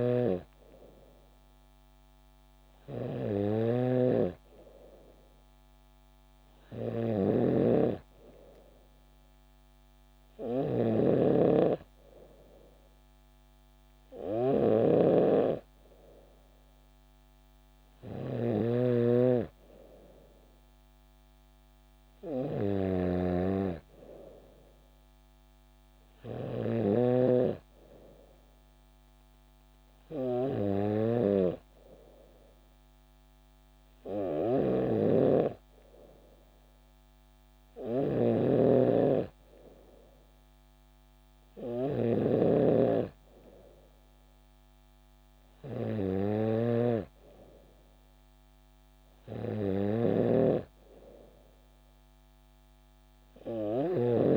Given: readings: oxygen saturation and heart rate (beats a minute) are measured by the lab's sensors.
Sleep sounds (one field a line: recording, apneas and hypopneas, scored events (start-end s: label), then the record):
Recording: breathing in sleep by a microphone on the trachea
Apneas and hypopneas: none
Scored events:
0.00-18.50 s: snoring (device-marked)
27.00-54.37 s: snoring (device-marked)
From the record:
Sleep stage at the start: N3 (deep sleep)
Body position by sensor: on the back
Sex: female